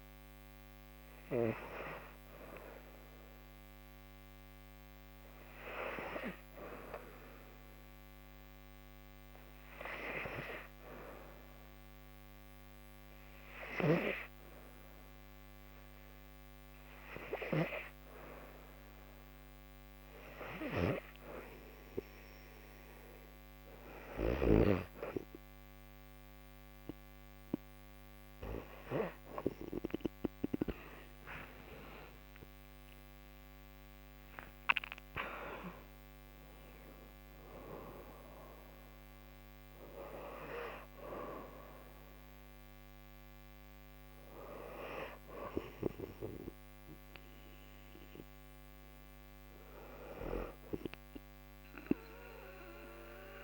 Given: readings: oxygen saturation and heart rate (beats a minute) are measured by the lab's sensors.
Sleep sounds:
breathing in sleep by a microphone on the trachea; 1
6.50-19.00 s: hypopnea (oxygen 97% before, 91% lowest, heart rate 74 before, 69 extreme, up 5 after)
17.00-38.00 s: oxygen desaturation (device-marked, oxygen 98% before, 91% lowest, heart rate 70 before, 66 extreme)
30.00-35.00 s: arousal
From the record:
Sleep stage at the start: N2 (light sleep); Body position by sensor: on the back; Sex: female

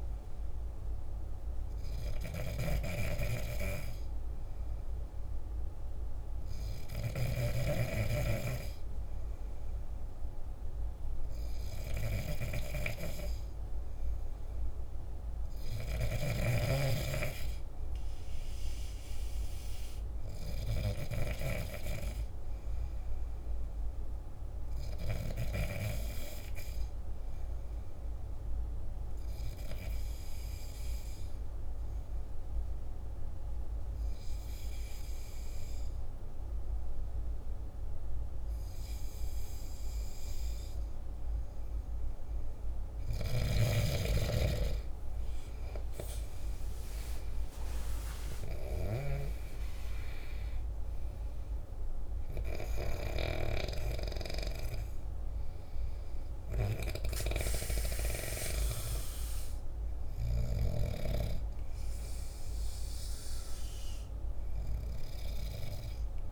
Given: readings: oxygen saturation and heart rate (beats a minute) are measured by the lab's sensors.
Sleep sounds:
breathing in sleep by a room microphone; none
48.50-52.50 s: arousal
From the record:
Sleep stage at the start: N2 (light sleep); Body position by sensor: on the back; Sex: male

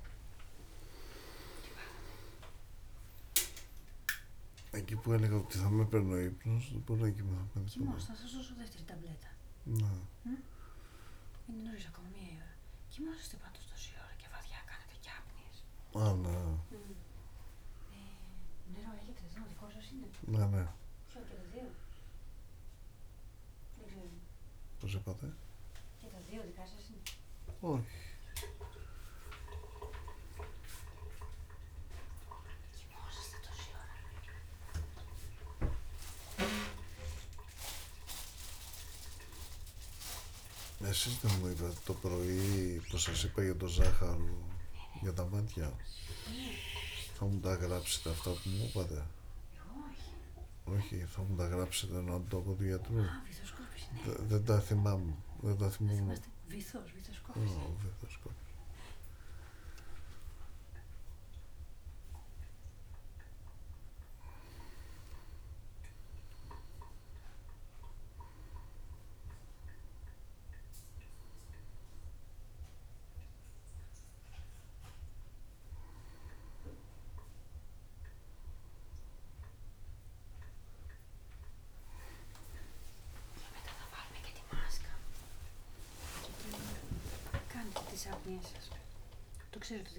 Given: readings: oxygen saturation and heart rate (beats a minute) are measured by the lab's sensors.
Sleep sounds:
a person awake in a sleep study, by a room microphone; none
1.50-3.50 s: long interval between heartbeats (device-marked, heart rate 70 before, 80 extreme)
4.50-6.50 s: long interval between heartbeats (device-marked, heart rate 72 before, 91 extreme)
82.50-84.50 s: long interval between heartbeats (device-marked, heart rate 72 before, 80 extreme)
83.50-89.99 s: tachycardia (device-marked, heart rate 72 before, 141 extreme)
87.00-89.00 s: long interval between heartbeats (device-marked, heart rate 74 before, 109 extreme)
From the record:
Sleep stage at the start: awake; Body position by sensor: on the back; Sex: male

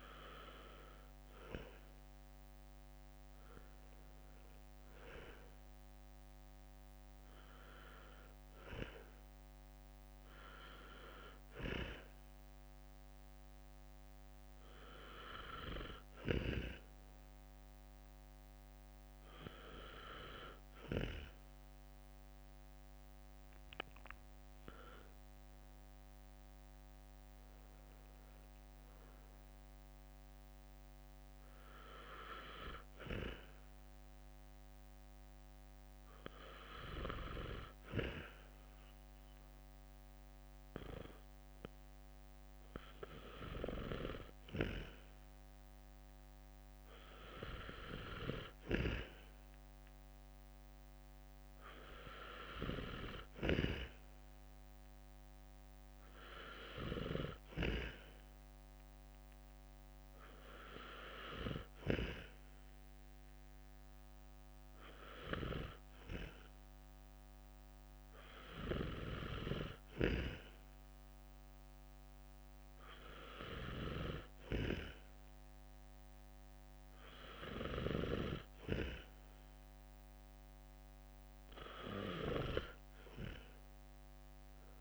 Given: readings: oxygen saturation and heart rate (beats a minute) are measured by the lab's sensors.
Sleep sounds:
breathing in sleep by a microphone on the trachea; none
none scored
From the record:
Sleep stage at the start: N2 (light sleep); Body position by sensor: on the right side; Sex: male

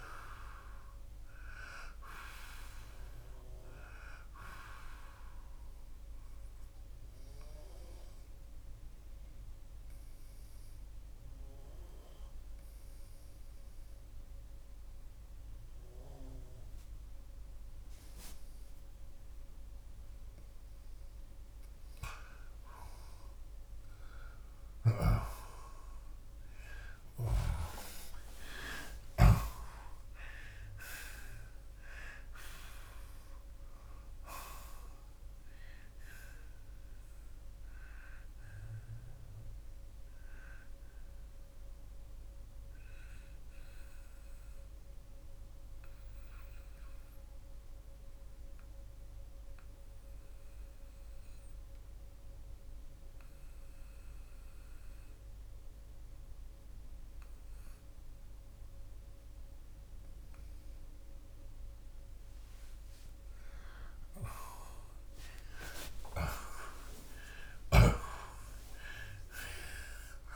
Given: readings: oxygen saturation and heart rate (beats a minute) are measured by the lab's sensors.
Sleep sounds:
breathing in sleep by a room microphone; 2
0.00-28.50 s: oxygen desaturation (device-marked, oxygen 81% lowest, heart rate 70 extreme)
4.50-21.50 s: obstructive apnea (oxygen 93% before, 78% lowest, heart rate 91 before, 70 extreme, up 30 after)
24.00-27.50 s: arousal
42.00-63.00 s: obstructive apnea (oxygen 89% before, 78% lowest, heart rate 91 before, 60 extreme)
43.50-64.50 s: oxygen desaturation (device-marked, oxygen 88% before, 78% lowest, heart rate 90 before, 57 extreme)
65.50-70.00 s: arousal
From the record:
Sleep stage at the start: N2 (light sleep); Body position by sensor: on the left side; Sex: male

